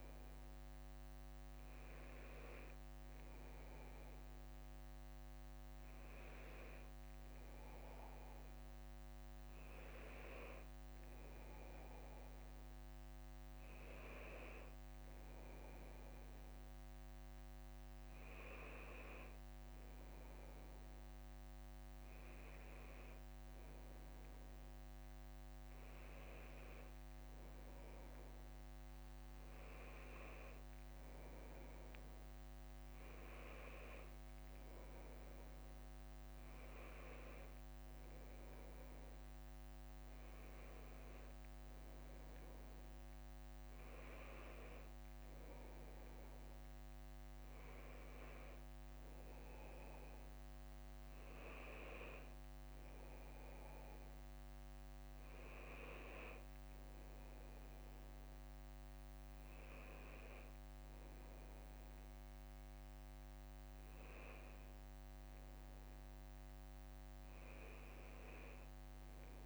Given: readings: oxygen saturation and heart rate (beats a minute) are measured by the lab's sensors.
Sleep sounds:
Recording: breathing in sleep, hard to hear, by a microphone on the trachea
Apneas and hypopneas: none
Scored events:
20.00-28.00 s: leg movement (device-marked)
48.00-49.50 s: leg movement (device-marked)
51.00-53.50 s: leg movement (device-marked)
59.50-60.50 s: leg movement (device-marked)
61.50-69.46 s: leg movement (device-marked)
From the record:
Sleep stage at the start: N1 (lightest sleep)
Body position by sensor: on the back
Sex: male

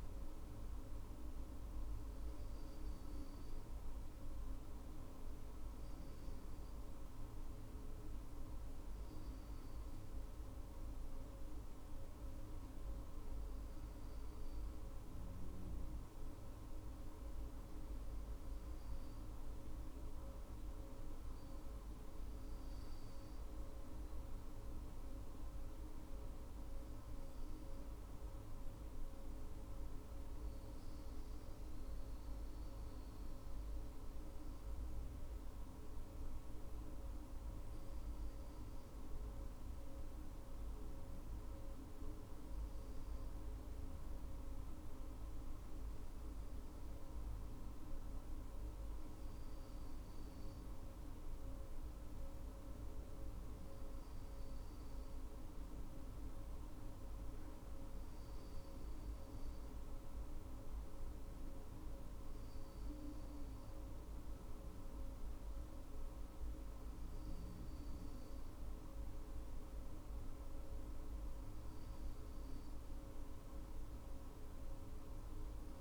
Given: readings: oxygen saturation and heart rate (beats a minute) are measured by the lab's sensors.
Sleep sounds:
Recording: breathing in sleep, hard to hear, by a room microphone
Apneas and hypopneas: none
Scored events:
none scored
From the record:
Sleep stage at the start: N2 (light sleep)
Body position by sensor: on the right side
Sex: female

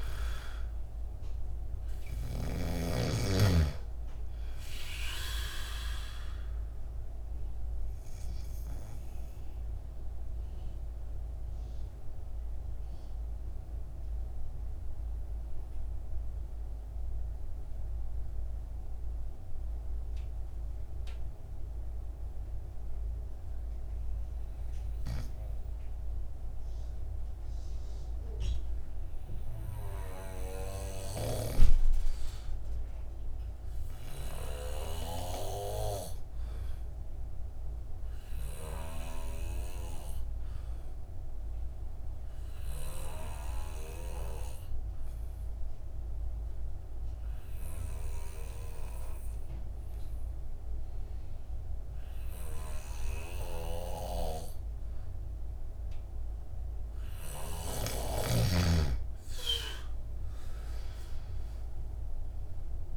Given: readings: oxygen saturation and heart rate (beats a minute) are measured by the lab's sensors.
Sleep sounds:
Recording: breathing in sleep by a room microphone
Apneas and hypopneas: 1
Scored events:
0.00-2.50 s: arousal
7.00-57.50 s: mixed apnea (oxygen 98% before, 85% lowest, heart rate 57 before, 51 extreme, up 19 after)
9.00-33.00 s: oxygen desaturation (device-marked, oxygen 96% before, 85% lowest, heart rate 58 before, 51 extreme)
50.00-62.97 s: oxygen desaturation (device-marked, oxygen 96% before, 87% lowest, heart rate 57 before, 51 extreme)
From the record:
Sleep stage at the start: N2 (light sleep)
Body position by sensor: on the back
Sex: male

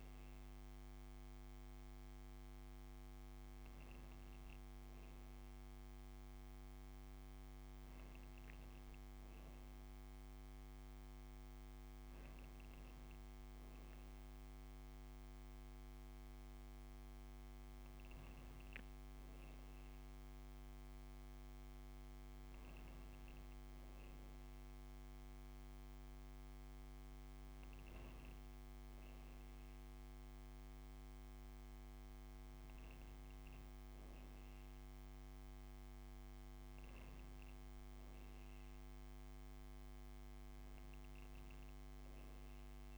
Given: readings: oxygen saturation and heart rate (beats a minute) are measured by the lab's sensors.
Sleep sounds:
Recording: breathing in sleep, hard to hear, by a microphone on the trachea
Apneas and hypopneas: none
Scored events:
none scored
From the record:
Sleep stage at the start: N2 (light sleep)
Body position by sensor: upright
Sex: female

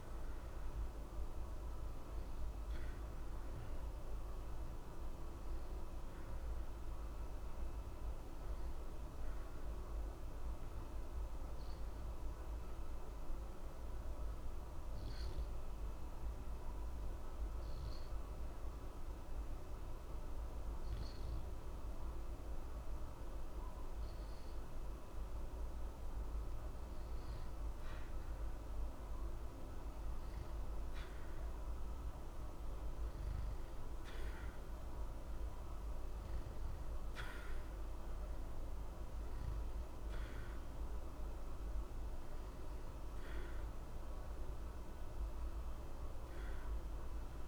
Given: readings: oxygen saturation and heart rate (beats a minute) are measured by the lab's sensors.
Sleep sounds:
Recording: breathing in sleep, hard to hear, by a room microphone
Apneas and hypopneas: 1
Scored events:
0.00-18.50 s: oxygen desaturation (device-marked, oxygen 89% lowest, heart rate 60 extreme)
5.50-22.50 s: obstructive apnea (oxygen 93% before, 89% lowest, heart rate 60 before, 60 extreme, up 0 after)
25.00-29.00 s: arousal
43.50-47.48 s: oxygen desaturation (device-marked, oxygen 93% before, 90% lowest, heart rate 60 before, 60 extreme)
From the record:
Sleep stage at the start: N2 (light sleep)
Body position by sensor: on the back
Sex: male

